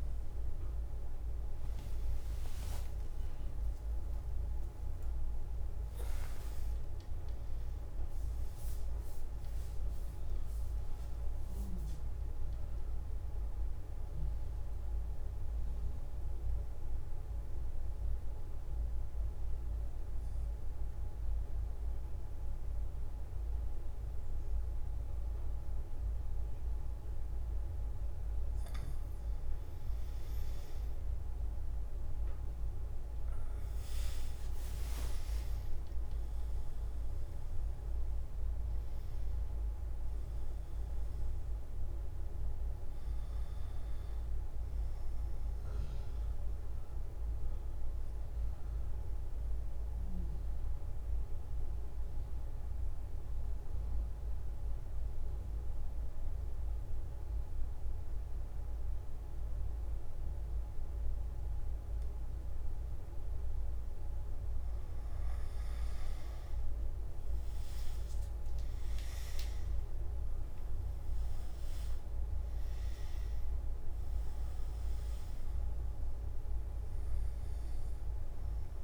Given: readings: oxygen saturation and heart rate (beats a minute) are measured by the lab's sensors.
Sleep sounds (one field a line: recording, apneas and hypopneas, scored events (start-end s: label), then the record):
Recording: breathing in sleep, hard to hear, by a room microphone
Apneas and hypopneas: 2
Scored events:
14.00-29.00 s: obstructive apnea (oxygen 98% before, 94% lowest)
41.00-55.00 s: oxygen desaturation (device-marked, oxygen 99% before, 95% lowest)
47.00-62.50 s: obstructive apnea (oxygen 99% before, 94% lowest)
73.00-78.84 s: oxygen desaturation (device-marked, oxygen 98% before, 95% lowest)
From the record:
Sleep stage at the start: N1 (lightest sleep)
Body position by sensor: on the back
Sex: male